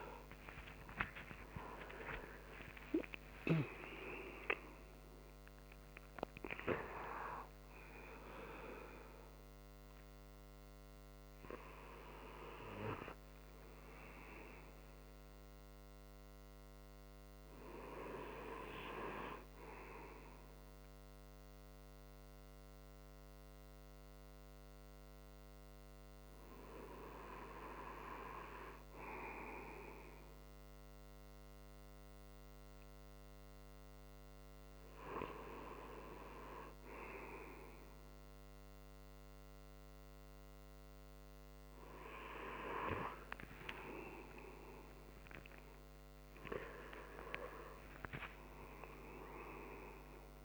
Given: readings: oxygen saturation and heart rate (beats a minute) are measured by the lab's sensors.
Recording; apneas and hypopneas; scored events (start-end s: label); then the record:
a person partly awake in a sleep study, by a microphone on the trachea; none
0.00-5.00 s: arousal
31.50-50.45 s: new sleep stage, awake
From the record:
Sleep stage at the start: N2 (light sleep); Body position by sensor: on the right side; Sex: male